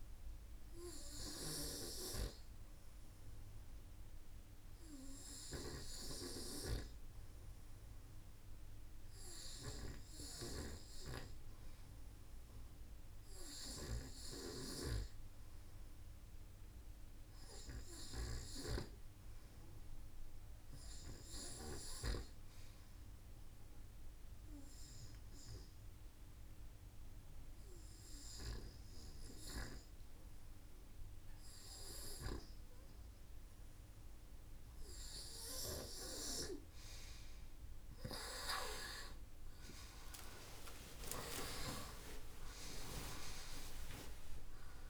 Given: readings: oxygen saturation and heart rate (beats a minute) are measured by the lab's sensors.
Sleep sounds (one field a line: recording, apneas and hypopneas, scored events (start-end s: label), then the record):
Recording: breathing in sleep by a room microphone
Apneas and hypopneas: 1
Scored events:
22.50-33.50 s: hypopnea (oxygen 95% before, 93% lowest, heart rate 53 before, 53 extreme, up 7 after)
35.50-39.00 s: arousal
From the record:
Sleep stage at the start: N2 (light sleep)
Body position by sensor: on the right side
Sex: male